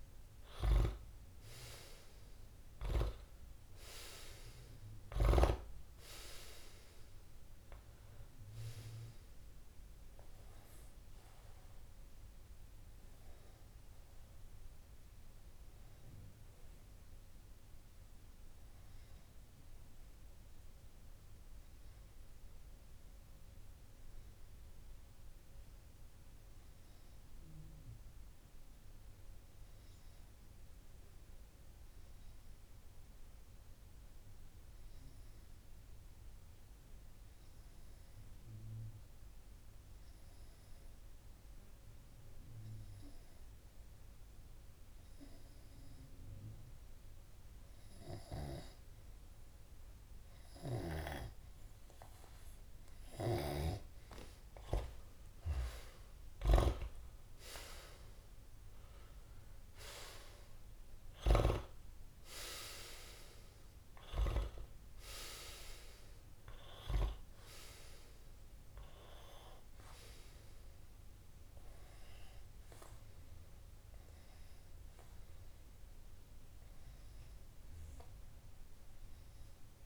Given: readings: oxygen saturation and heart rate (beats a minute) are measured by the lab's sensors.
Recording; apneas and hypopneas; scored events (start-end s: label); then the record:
breathing in sleep by a room microphone; 1
3.00-5.00 s: long interval between heartbeats (device-marked)
12.50-14.50 s: long interval between heartbeats (device-marked)
14.00-17.00 s: arousal
16.50-18.50 s: long interval between heartbeats (device-marked)
19.00-53.50 s: obstructive apnea (oxygen 98% before, 95% lowest)
22.00-24.00 s: long interval between heartbeats (device-marked, heart rate 32 before, 37 extreme)
34.00-36.00 s: long interval between heartbeats (device-marked)
37.50-39.50 s: long interval between heartbeats (device-marked)
42.50-44.50 s: long interval between heartbeats (device-marked)
45.50-47.50 s: long interval between heartbeats (device-marked, heart rate 30 before, 73 extreme)
45.50-68.50 s: oxygen desaturation (device-marked, oxygen 99% before, 95% lowest)
49.00-51.00 s: long interval between heartbeats (device-marked, heart rate 37 before, 72 extreme)
52.00-54.00 s: long interval between heartbeats (device-marked, heart rate 44 before, 72 extreme)
56.50-60.50 s: arousal
62.00-64.00 s: long interval between heartbeats (device-marked, heart rate 61 before, 28 extreme)
76.50-78.50 s: long interval between heartbeats (device-marked)
From the record:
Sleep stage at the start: N2 (light sleep); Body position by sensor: on the back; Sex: male